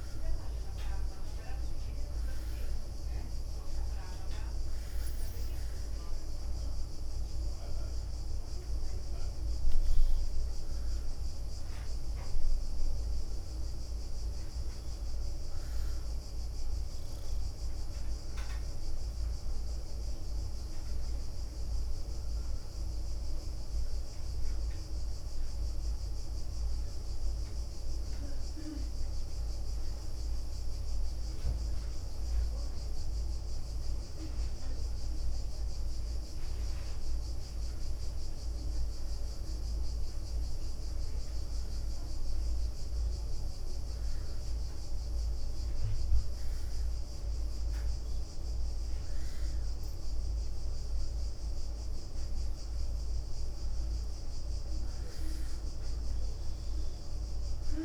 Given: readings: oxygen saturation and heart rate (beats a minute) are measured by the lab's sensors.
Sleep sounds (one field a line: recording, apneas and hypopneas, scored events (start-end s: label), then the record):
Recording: breathing in sleep, hard to hear, by a room microphone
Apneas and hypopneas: 2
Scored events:
3.50-14.50 s: obstructive apnea (oxygen 95% before, 92% lowest, heart rate 75 before, 71 extreme, up 4 after)
8.50-17.00 s: leg movement (device-marked)
15.50-19.50 s: arousal
18.50-27.50 s: leg movement (device-marked)
29.00-34.50 s: leg movement (device-marked)
41.00-51.50 s: hypopnea (oxygen 94% before, 91% lowest, heart rate 74 before, 71 extreme, up 3 after)
45.50-57.85 s: new sleep stage, N2 (light sleep)
53.50-57.50 s: arousal
From the record:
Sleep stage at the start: N1 (lightest sleep)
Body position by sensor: on the back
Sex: female